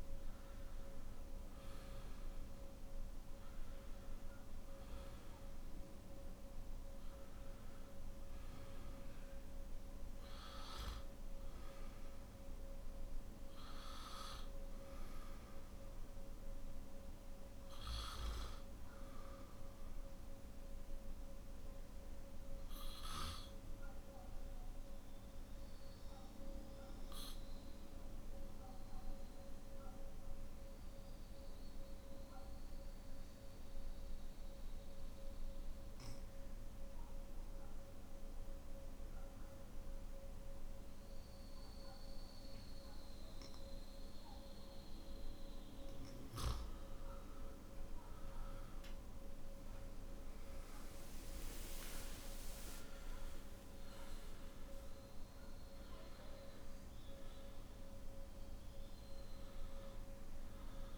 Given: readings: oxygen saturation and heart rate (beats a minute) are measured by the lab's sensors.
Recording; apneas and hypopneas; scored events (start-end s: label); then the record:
breathing in sleep, hard to hear, by a room microphone; 1
0.00-5.00 s: oxygen desaturation (device-marked, oxygen 93% lowest, heart rate 45 extreme)
17.00-23.00 s: oxygen desaturation (device-marked, oxygen 94% before, 91% lowest, heart rate 53 before, 46 extreme)
21.50-45.50 s: obstructive apnea (oxygen 94% before, 91% lowest, heart rate 49 before, 47 extreme, up 16 after)
43.00-60.98 s: oxygen desaturation (device-marked, oxygen 99% before, 92% lowest, heart rate 49 before, 47 extreme)
From the record:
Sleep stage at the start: N2 (light sleep); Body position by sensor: on the back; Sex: male